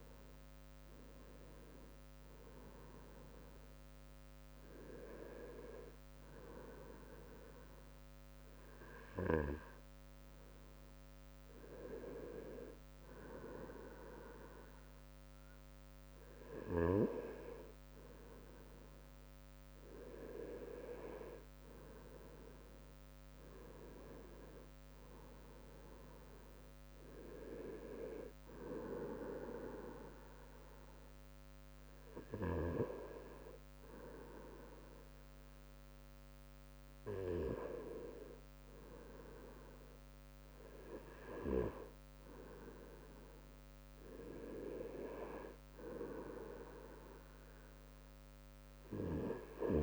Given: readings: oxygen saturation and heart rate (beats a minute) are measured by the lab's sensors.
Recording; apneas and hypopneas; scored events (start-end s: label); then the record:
breathing in sleep by a microphone on the trachea; 1
4.00-16.00 s: hypopnea (oxygen 96% before, 94% lowest, heart rate 66 before, 60 extreme, up 4 after)
21.00-25.50 s: arousal
From the record:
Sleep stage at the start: N2 (light sleep); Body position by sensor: on the right side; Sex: male